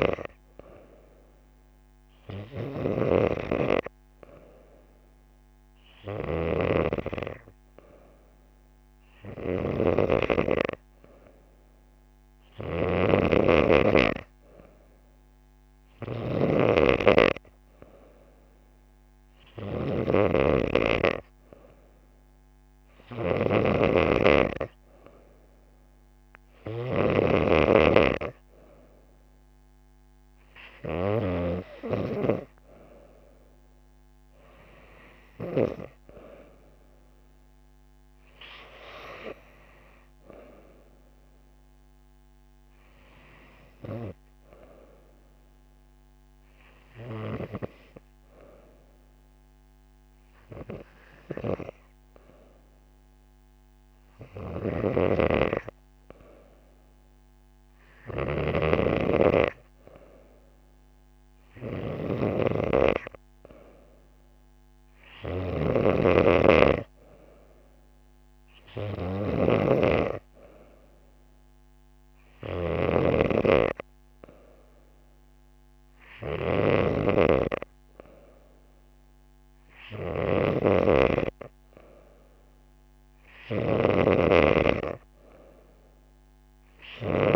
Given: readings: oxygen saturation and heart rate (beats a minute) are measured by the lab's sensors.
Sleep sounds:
breathing in sleep by a microphone on the trachea; none
none scored
From the record:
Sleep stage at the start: N2 (light sleep); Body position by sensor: on the back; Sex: female

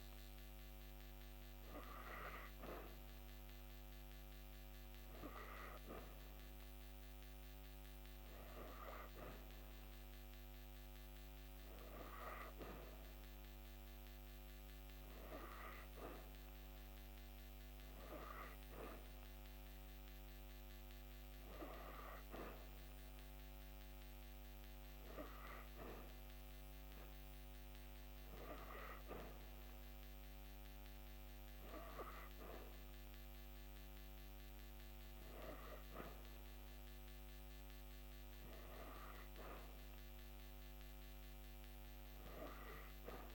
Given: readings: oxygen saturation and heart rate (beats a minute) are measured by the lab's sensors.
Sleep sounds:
breathing in sleep by a microphone on the trachea; none
none scored
From the record:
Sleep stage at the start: N3 (deep sleep); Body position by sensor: on the back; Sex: female

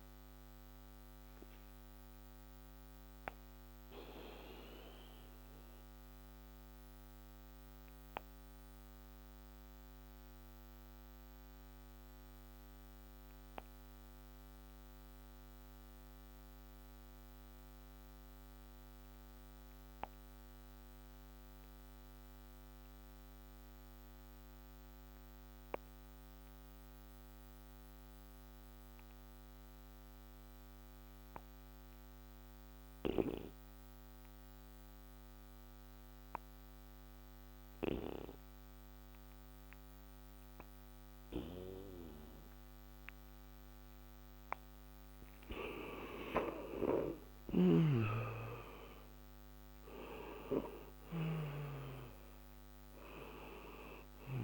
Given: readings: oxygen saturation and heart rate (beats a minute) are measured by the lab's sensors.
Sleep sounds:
breathing in sleep by a microphone on the trachea; 1
0.50-43.50 s: obstructive apnea (oxygen 98% before, 84% lowest, heart rate 75 before, 32 extreme, up 13 after)
9.00-26.00 s: oxygen desaturation (device-marked, oxygen 95% before, 89% lowest, heart rate 67 before, 52 extreme)
43.00-54.44 s: oxygen desaturation (device-marked, oxygen 97% before, 84% lowest, heart rate 60 before, 32 extreme)
45.50-51.00 s: arousal
From the record:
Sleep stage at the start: N2 (light sleep); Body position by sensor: on the back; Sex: male

